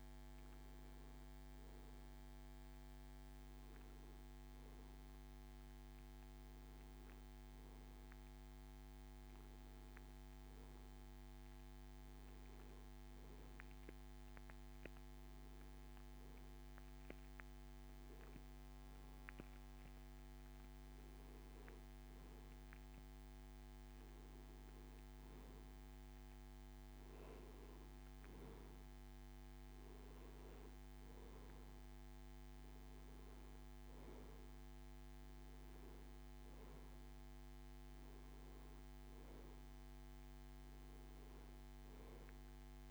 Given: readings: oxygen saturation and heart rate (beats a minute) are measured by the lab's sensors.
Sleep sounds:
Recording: breathing in sleep, hard to hear, by a microphone on the trachea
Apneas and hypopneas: none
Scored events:
none scored
From the record:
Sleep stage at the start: N1 (lightest sleep)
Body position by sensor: on the back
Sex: male

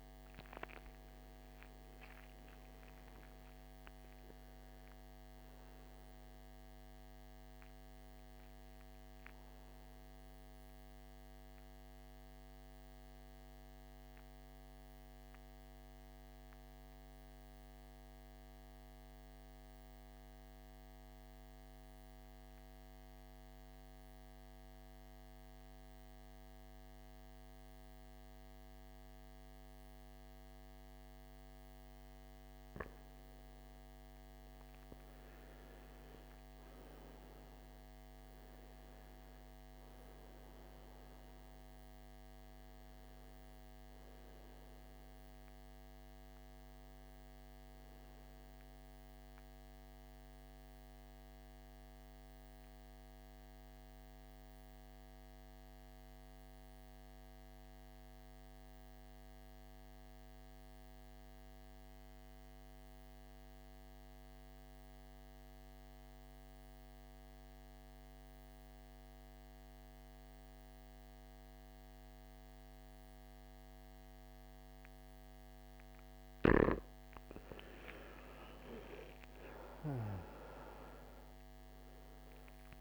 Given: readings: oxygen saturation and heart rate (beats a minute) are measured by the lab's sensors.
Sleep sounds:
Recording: breathing in sleep, hard to hear, by a microphone on the trachea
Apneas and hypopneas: 2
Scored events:
0.00-12.00 s: oxygen desaturation (device-marked, oxygen 88% lowest, heart rate 52 extreme)
15.00-32.00 s: mixed apnea (oxygen 98% before, 87% lowest, heart rate 66 before, 52 extreme, up 10 after)
33.50-37.50 s: arousal
37.00-61.00 s: oxygen desaturation (device-marked, oxygen 98% before, 89% lowest, heart rate 55 before, 56 extreme)
55.00-75.50 s: mixed apnea (oxygen 98% before, 84% lowest, heart rate 61 before, 56 extreme, up 14 after)
74.00-82.81 s: oxygen desaturation (device-marked, oxygen 98% before, 84% lowest, heart rate 57 before, 54 extreme)
77.00-81.00 s: arousal
From the record:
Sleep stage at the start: N2 (light sleep)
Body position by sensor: on the back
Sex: male

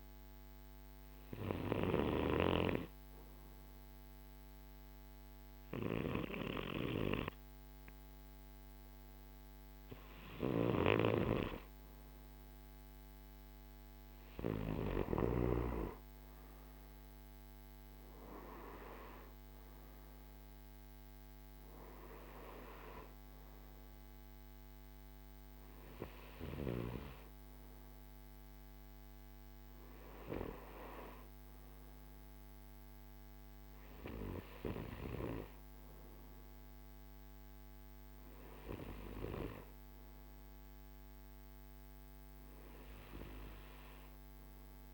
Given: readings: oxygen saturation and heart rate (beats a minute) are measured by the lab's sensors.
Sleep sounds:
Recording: breathing in sleep by a microphone on the trachea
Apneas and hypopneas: none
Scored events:
10.00-15.00 s: snoring (device-marked)
From the record:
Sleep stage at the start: N2 (light sleep)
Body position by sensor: on the right side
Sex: male

